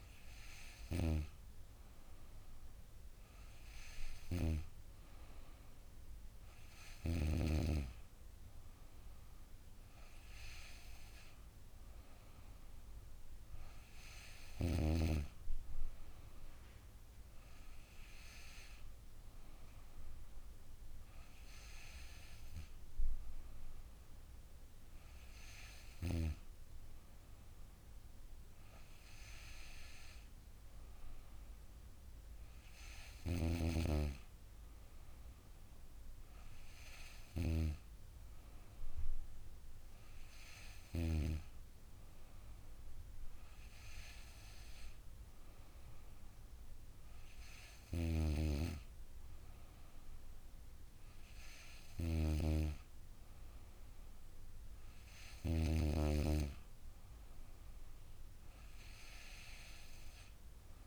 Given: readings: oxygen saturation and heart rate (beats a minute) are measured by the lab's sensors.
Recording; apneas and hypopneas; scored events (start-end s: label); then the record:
breathing in sleep by a room microphone; none
none scored
From the record:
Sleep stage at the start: N2 (light sleep); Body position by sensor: on the back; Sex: female